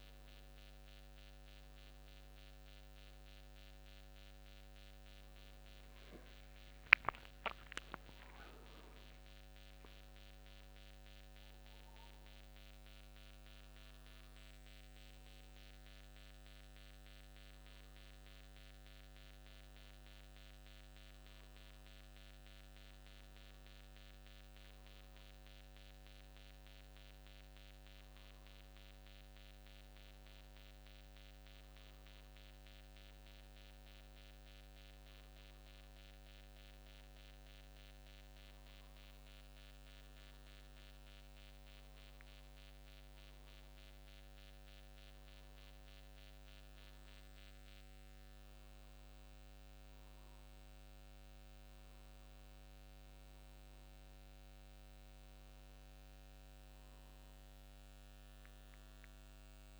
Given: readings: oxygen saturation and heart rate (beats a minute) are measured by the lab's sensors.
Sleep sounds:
breathing in sleep, hard to hear, by a microphone on the trachea; none
6.50-9.50 s: arousal
From the record:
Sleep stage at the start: N1 (lightest sleep); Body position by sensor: on the back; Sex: male

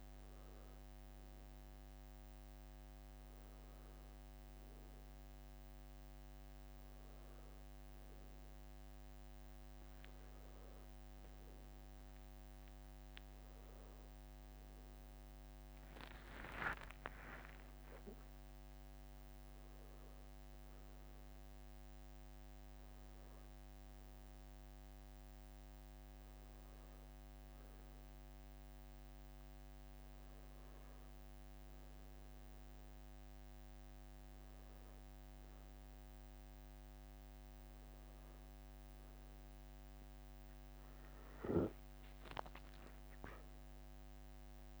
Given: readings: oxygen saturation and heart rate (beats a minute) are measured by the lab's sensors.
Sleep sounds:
a person awake in a sleep study, by a microphone on the trachea; none
16.50-18.50 s: long interval between heartbeats (device-marked, heart rate 51 before, 56 extreme)
42.00-44.00 s: long interval between heartbeats (device-marked, heart rate 49 before, 59 extreme)
From the record:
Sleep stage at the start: awake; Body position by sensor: on the back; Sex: male

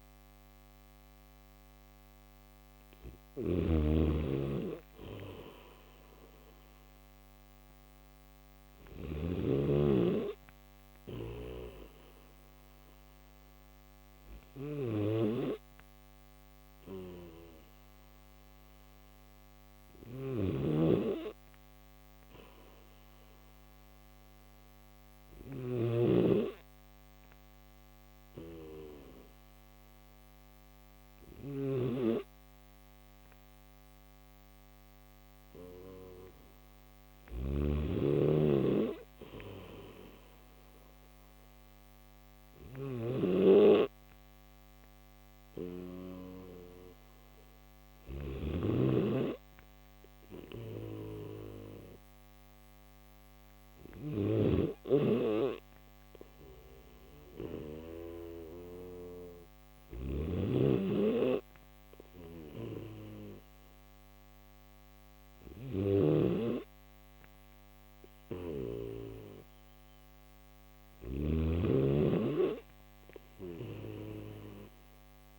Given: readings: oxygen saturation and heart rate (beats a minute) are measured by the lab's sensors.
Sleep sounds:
breathing in sleep by a microphone on the trachea; none
3.00-66.00 s: snoring (device-marked)
11.50-22.50 s: oxygen desaturation (device-marked, oxygen 94% before, 91% lowest, heart rate 78 before, 75 extreme)
70.50-75.39 s: snoring (device-marked)
From the record:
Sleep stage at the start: N2 (light sleep); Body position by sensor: on the back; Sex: male

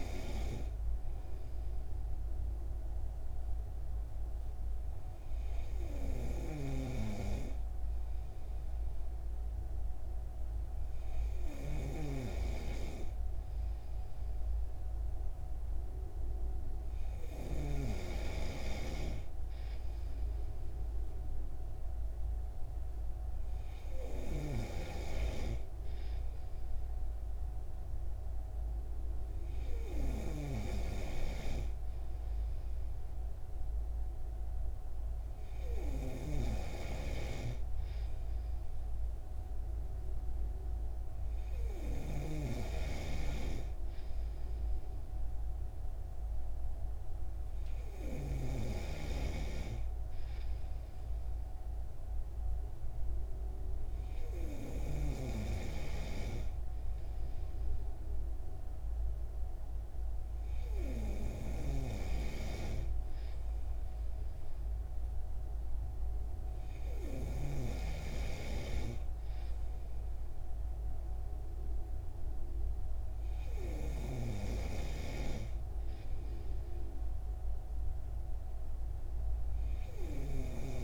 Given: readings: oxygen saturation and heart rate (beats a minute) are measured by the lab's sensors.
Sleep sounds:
breathing in sleep by a room microphone; none
43.00-49.00 s: snoring (device-marked)
From the record:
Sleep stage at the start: N3 (deep sleep); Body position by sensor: on the right side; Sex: male

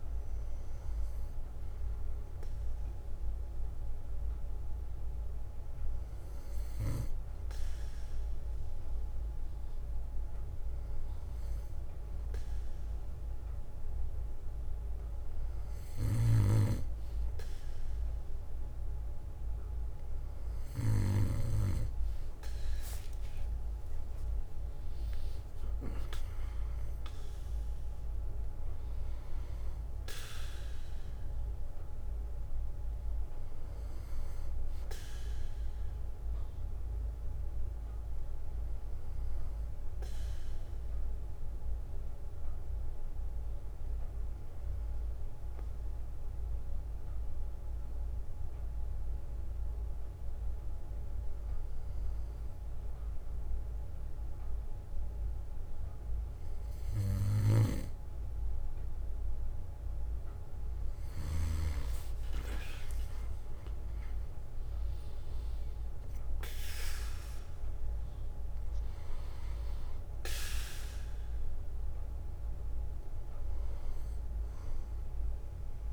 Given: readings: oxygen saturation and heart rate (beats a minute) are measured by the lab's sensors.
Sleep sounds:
breathing in sleep by a room microphone; 1
11.50-13.50 s: bradycardia (device-marked, heart rate 61 before, 61 extreme)
34.50-36.50 s: bradycardia (device-marked, heart rate 61 before, 60 extreme)
37.50-42.50 s: bradycardia (device-marked, heart rate 61 before, 57 extreme)
40.50-53.00 s: obstructive apnea (oxygen 96% before, 94% lowest, heart rate 63 before, 53 extreme, up 7 after)
44.50-46.50 s: bradycardia (device-marked, heart rate 61 before, 57 extreme)
47.50-53.50 s: bradycardia (device-marked, heart rate 61 before, 53 extreme)
57.50-61.50 s: arousal
71.50-75.92 s: oxygen desaturation (device-marked, oxygen 97% before, 94% lowest, heart rate 62 before, 53 extreme)
74.50-75.92 s: bradycardia (device-marked, heart rate 61 before, 60 extreme)
From the record:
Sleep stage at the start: N2 (light sleep); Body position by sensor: on the back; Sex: male

